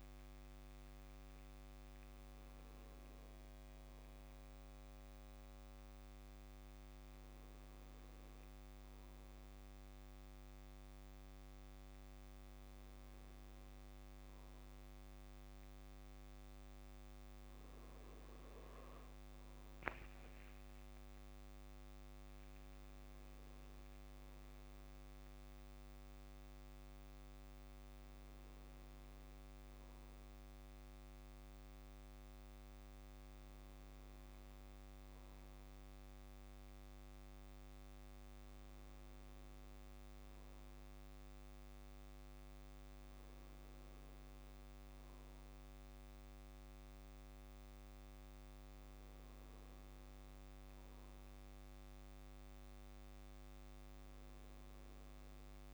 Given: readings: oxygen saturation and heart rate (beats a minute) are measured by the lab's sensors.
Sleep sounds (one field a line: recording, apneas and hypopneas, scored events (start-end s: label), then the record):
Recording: breathing in sleep, hard to hear, by a microphone on the trachea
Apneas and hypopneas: none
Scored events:
none scored
From the record:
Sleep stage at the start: N2 (light sleep)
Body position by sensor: on the back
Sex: male